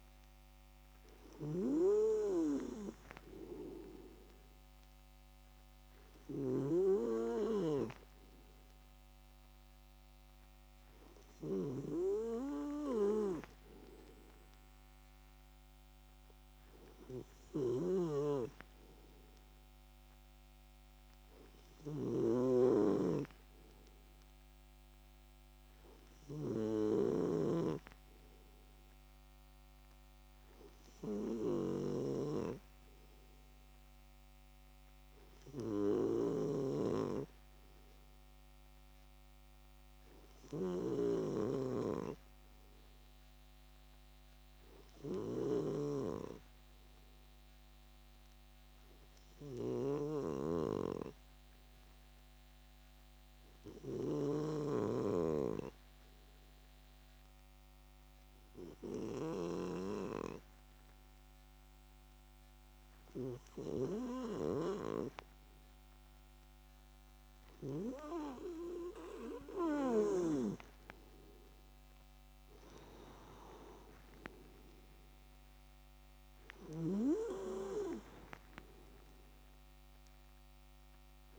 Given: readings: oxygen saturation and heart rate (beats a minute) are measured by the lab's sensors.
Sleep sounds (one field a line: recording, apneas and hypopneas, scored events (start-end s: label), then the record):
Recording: breathing in sleep by a microphone on the trachea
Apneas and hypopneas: 1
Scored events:
1.00-6.50 s: snoring (device-marked)
17.50-55.00 s: snoring (device-marked)
47.00-66.50 s: obstructive apnea (oxygen 98% before, 94% lowest)
71.00-75.00 s: arousal
From the record:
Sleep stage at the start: N2 (light sleep)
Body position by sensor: on the left side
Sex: male